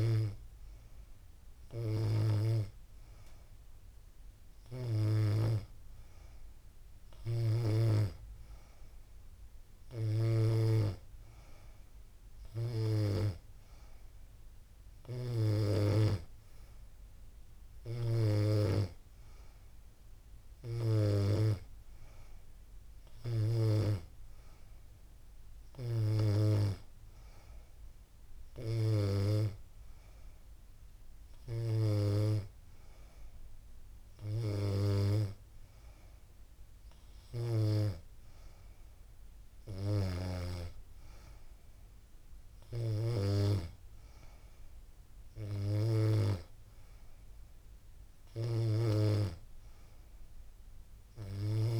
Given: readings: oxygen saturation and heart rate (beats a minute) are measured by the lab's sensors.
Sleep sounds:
breathing in sleep by a room microphone; none
none scored
From the record:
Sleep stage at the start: N2 (light sleep); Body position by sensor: on the back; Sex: female

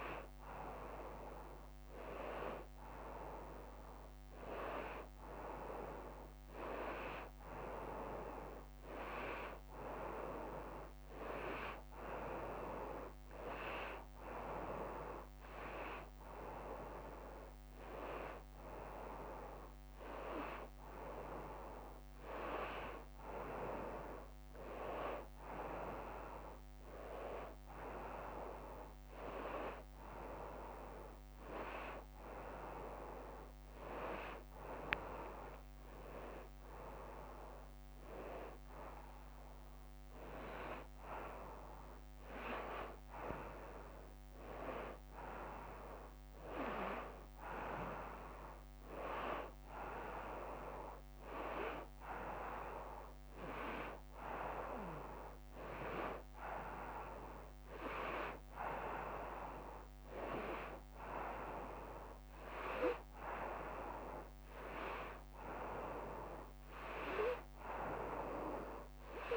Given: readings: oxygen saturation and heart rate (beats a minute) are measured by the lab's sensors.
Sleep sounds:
breathing in sleep by a microphone on the trachea; none
0.00-3.00 s: oxygen desaturation (device-marked, oxygen 91% lowest, heart rate 91 extreme)
From the record:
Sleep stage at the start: N1 (lightest sleep); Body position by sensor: on the front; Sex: female

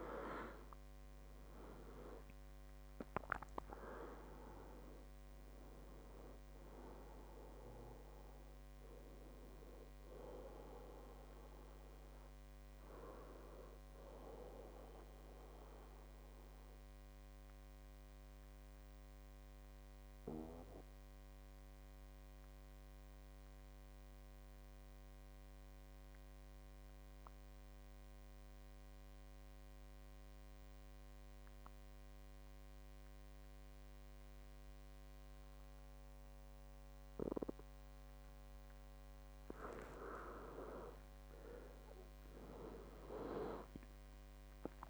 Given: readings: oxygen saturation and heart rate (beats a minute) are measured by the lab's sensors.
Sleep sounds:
breathing in sleep by a microphone on the trachea; 1
0.00-3.00 s: arousal
0.00-17.50 s: oxygen desaturation (device-marked, oxygen 89% lowest, heart rate 60 extreme)
15.50-40.00 s: obstructive apnea (oxygen 97% before, 89% lowest, heart rate 77 before, 60 extreme, up 19 after)
19.50-28.50 s: oxygen desaturation (device-marked, oxygen 95% before, 89% lowest, heart rate 76 before, 60 extreme)
41.50-44.90 s: arousal
43.50-44.90 s: oxygen desaturation (device-marked, oxygen 98% before, 93% lowest, heart rate 63 before, 57 extreme)
From the record:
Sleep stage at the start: N2 (light sleep); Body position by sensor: on the back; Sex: male

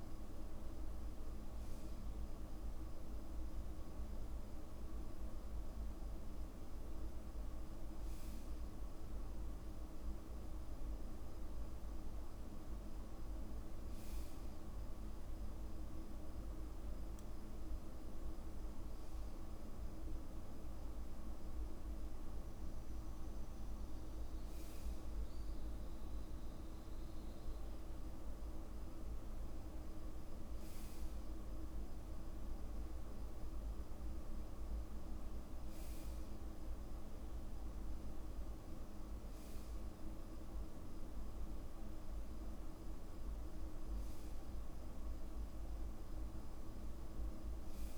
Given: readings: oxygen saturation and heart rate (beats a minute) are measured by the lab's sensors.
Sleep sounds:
breathing in sleep, hard to hear, by a room microphone; none
none scored
From the record:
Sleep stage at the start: N2 (light sleep); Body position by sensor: on the back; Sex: male

